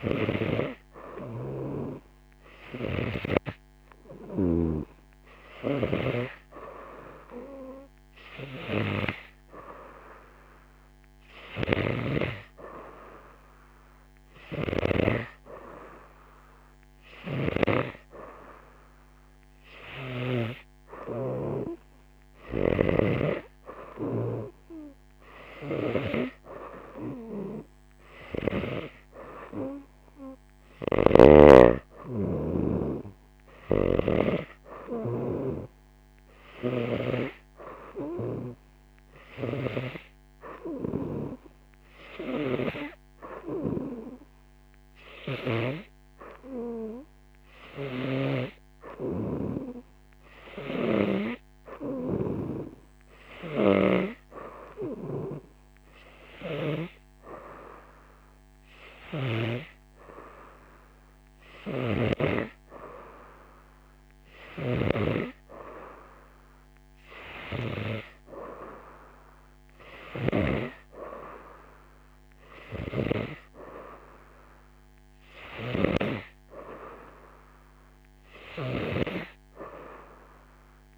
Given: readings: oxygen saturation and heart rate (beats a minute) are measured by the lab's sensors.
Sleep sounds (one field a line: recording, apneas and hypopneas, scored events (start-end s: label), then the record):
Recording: breathing in sleep by a microphone on the trachea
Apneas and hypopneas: none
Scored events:
0.00-4.50 s: snoring (device-marked)
11.50-15.00 s: snoring (device-marked)
17.00-20.50 s: snoring (device-marked)
31.00-34.50 s: snoring (device-marked)
36.50-40.00 s: snoring (device-marked)
48.00-52.50 s: snoring (device-marked)
61.50-80.98 s: snoring (device-marked)
From the record:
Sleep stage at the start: N2 (light sleep)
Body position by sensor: on the right side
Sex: female